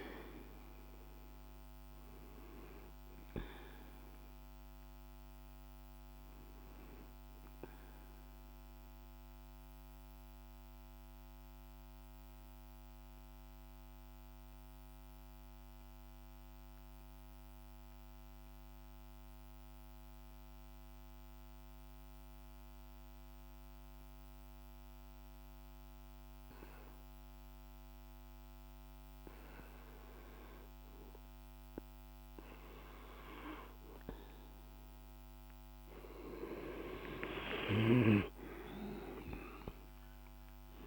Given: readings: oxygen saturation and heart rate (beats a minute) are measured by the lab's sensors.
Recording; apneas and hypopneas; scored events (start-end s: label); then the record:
breathing in sleep by a microphone on the trachea; 1
0.00-16.50 s: oxygen desaturation (device-marked, oxygen 91% lowest, heart rate 48 extreme)
7.50-31.50 s: mixed apnea (oxygen 98% before, 90% lowest, heart rate 52 before, 47 extreme, up 1 after)
30.50-40.87 s: oxygen desaturation (device-marked, oxygen 99% before, 90% lowest, heart rate 50 before, 46 extreme)
36.00-40.50 s: arousal
From the record:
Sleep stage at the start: N2 (light sleep); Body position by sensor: on the back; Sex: male